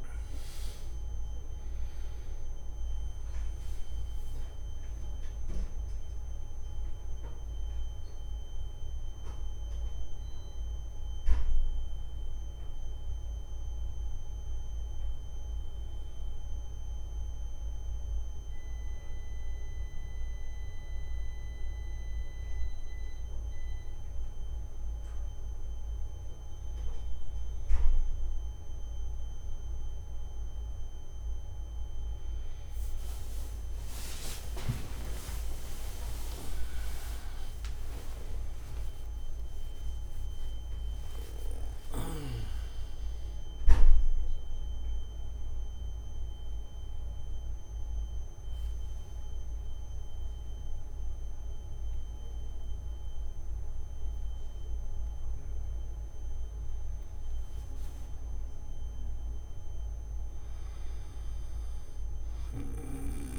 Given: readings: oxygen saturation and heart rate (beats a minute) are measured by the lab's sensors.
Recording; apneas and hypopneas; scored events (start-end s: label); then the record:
breathing in sleep by a room microphone; 1
0.00-23.50 s: oxygen desaturation (device-marked, oxygen 93% lowest, heart rate 68 extreme)
16.50-28.00 s: mixed apnea (oxygen 97% before, 93% lowest, heart rate 124 before, 68 extreme, up 9 after)
From the record:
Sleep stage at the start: N2 (light sleep); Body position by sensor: on the back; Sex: male